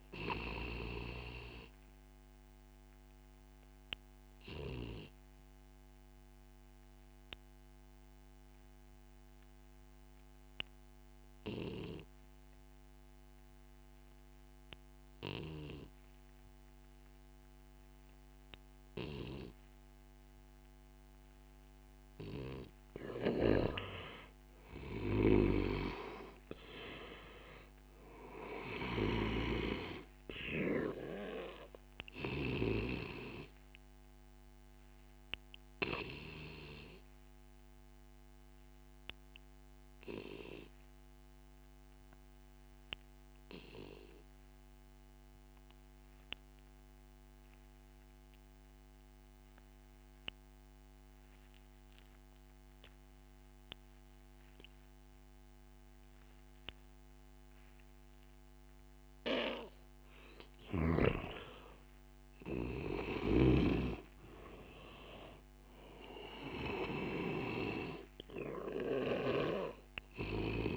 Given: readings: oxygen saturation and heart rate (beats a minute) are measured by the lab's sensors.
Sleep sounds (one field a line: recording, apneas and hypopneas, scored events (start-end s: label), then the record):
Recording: breathing in sleep by a microphone on the trachea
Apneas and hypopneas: 2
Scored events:
3.00-22.50 s: obstructive apnea (oxygen 99% before, 93% lowest, heart rate 57 before, 29 extreme, up 0 after)
24.00-28.00 s: arousal
25.00-38.00 s: oxygen desaturation (device-marked, oxygen 98% before, 94% lowest, heart rate 60 before, 29 extreme)
35.50-58.00 s: obstructive apnea (oxygen 98% before, 92% lowest)
60.00-65.50 s: arousal
From the record:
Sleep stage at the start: REM sleep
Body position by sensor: on the back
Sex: male